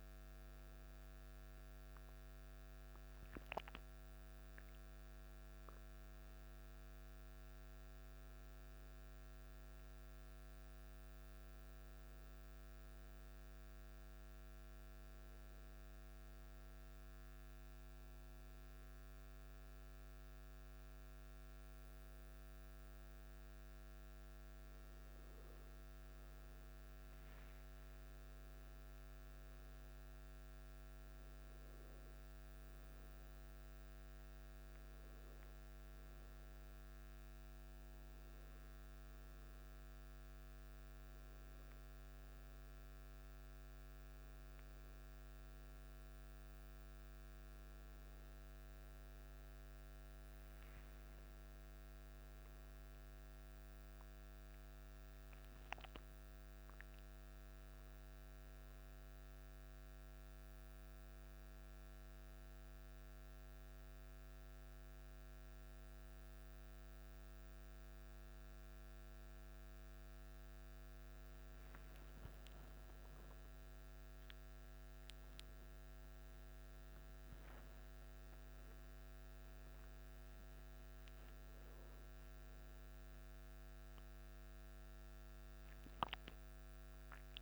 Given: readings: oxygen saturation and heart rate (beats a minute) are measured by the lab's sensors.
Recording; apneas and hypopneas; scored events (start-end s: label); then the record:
a person awake in a sleep study, hard to hear, by a microphone on the trachea; none
none scored
From the record:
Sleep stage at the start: awake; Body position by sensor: on the back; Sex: male